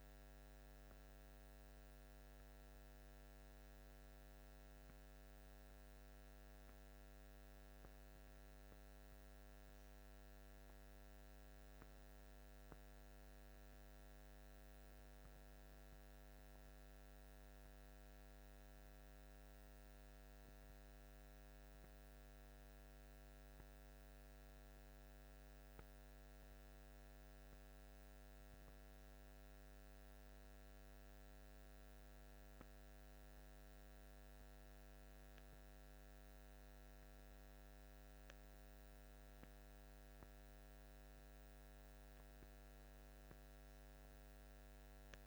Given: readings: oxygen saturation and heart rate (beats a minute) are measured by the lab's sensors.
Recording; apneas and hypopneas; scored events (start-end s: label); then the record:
breathing in sleep, hard to hear, by a microphone on the trachea; none
none scored
From the record:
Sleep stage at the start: N1 (lightest sleep); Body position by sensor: on the back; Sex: male